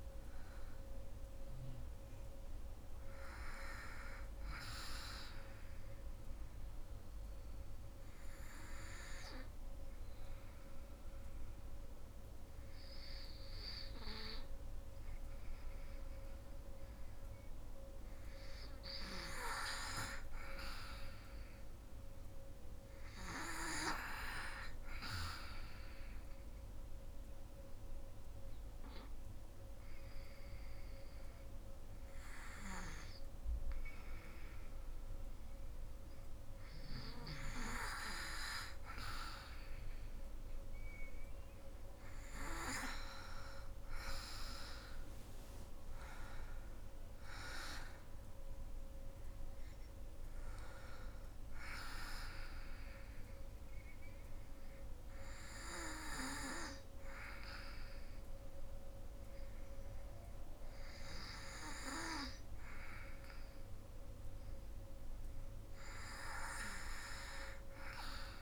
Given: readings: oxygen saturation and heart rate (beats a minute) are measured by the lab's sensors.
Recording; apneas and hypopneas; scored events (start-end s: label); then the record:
breathing in sleep by a room microphone; 3
0.00-4.50 s: oxygen desaturation (device-marked, oxygen 92% lowest, heart rate 63 extreme)
6.00-17.00 s: obstructive apnea (oxygen 96% before, 90% lowest, heart rate 69 before, 60 extreme, up 7 after)
18.50-22.00 s: arousal
24.50-37.50 s: oxygen desaturation (device-marked, oxygen 97% before, 91% lowest, heart rate 65 before, 60 extreme)
25.50-37.00 s: obstructive apnea (oxygen 97% before, 90% lowest, heart rate 65 before, 60 extreme, up 9 after)
43.00-47.50 s: arousal
44.50-62.50 s: oxygen desaturation (device-marked, oxygen 95% before, 90% lowest, heart rate 65 before, 57 extreme)
52.00-63.00 s: hypopnea (oxygen 97% before, 88% lowest, heart rate 66 before, 57 extreme, up 5 after)
67.00-68.42 s: arousal
From the record:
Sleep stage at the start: N2 (light sleep); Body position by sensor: on the back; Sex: female